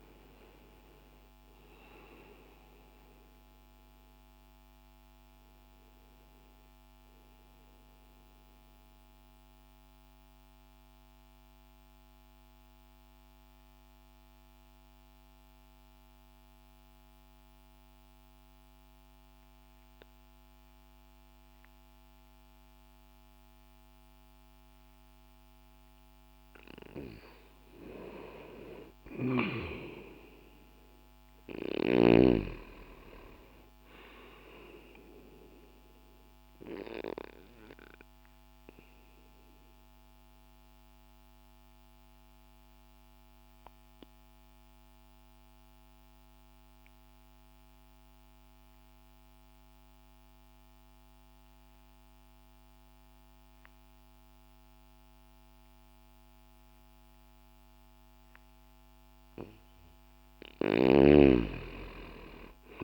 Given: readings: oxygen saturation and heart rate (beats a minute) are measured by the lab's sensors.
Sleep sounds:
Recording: breathing in sleep by a microphone on the trachea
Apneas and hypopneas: 2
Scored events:
7.50-26.00 s: mixed apnea (oxygen 96% before, 86% lowest, heart rate 94 before, 59 extreme, up 0 after)
13.00-26.00 s: oxygen desaturation (device-marked, oxygen 93% before, 86% lowest, heart rate 95 before, 60 extreme)
28.00-32.00 s: arousal
32.00-60.00 s: oxygen desaturation (device-marked, oxygen 98% before, 86% lowest, heart rate 60 before, 60 extreme)
36.00-58.50 s: obstructive apnea (oxygen 98% before, 86% lowest, heart rate 60 before, 60 extreme, up 0 after)
61.00-62.84 s: arousal
From the record:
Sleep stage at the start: N2 (light sleep)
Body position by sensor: on the left side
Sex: male

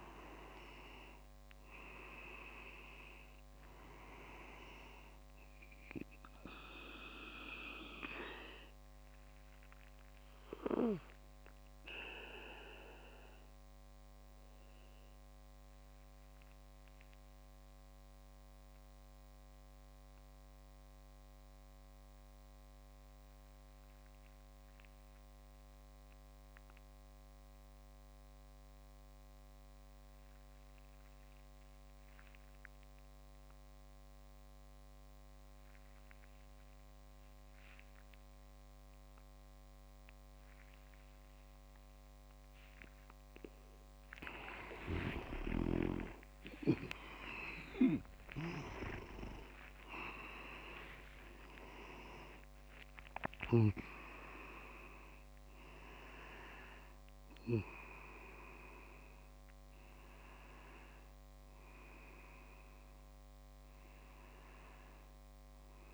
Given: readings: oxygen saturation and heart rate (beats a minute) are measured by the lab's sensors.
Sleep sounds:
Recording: breathing in sleep by a microphone on the trachea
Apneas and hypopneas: 1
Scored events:
0.00-12.00 s: oxygen desaturation (device-marked, oxygen 93% lowest)
8.50-44.00 s: obstructive apnea (oxygen 99% before, 93% lowest, heart rate 52 before, 27 extreme, up 26 after)
44.50-53.00 s: leg movement (device-marked)
47.00-52.00 s: arousal
58.00-65.94 s: oxygen desaturation (device-marked, oxygen 97% before, 94% lowest, heart rate 66 before, 36 extreme)
From the record:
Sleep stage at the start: N2 (light sleep)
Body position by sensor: on the back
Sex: male

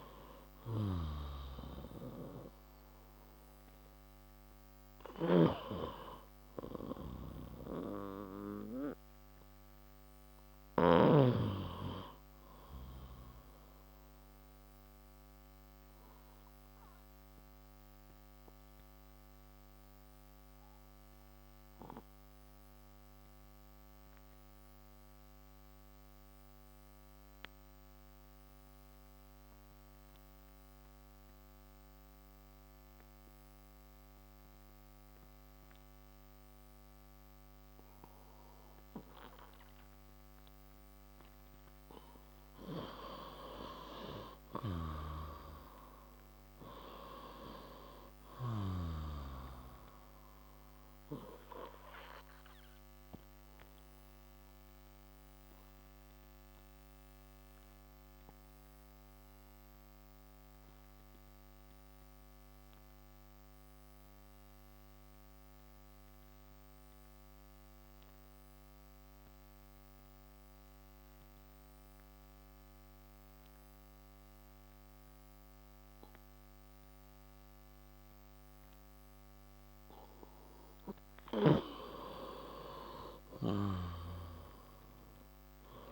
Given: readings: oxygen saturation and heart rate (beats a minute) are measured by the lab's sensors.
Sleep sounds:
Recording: breathing in sleep by a microphone on the trachea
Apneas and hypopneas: 2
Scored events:
0.00-11.50 s: snoring (device-marked)
5.00-26.00 s: oxygen desaturation (device-marked, oxygen 96% before, 90% lowest, heart rate 64 before, 58 extreme)
14.00-42.00 s: obstructive apnea (oxygen 97% before, 89% lowest, heart rate 66 before, 56 extreme, up 6 after)
43.00-73.00 s: oxygen desaturation (device-marked, oxygen 97% before, 89% lowest, heart rate 61 before, 56 extreme)
43.50-47.50 s: arousal
52.00-80.50 s: obstructive apnea (oxygen 97% before, 89% lowest, heart rate 65 before, 56 extreme, up 8 after)
81.50-85.50 s: arousal
From the record:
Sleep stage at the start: N2 (light sleep)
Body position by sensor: on the back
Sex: male

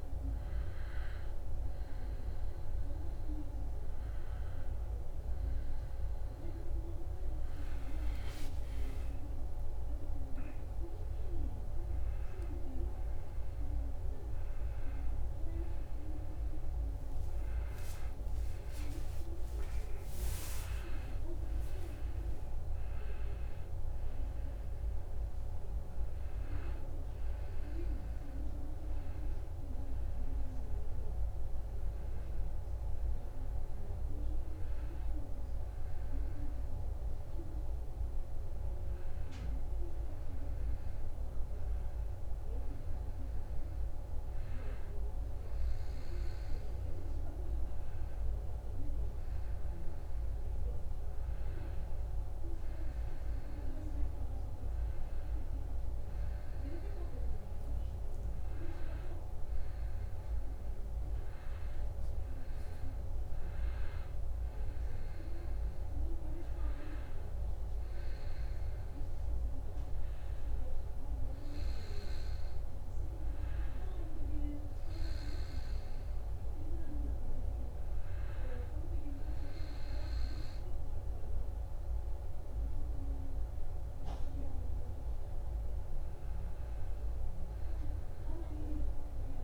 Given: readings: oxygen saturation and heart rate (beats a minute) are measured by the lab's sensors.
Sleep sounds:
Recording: a person awake in a sleep study, hard to hear, by a room microphone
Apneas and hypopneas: none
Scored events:
46.00-89.44 s: new sleep stage, N2 (light sleep)
From the record:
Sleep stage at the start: awake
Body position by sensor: on the back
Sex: male

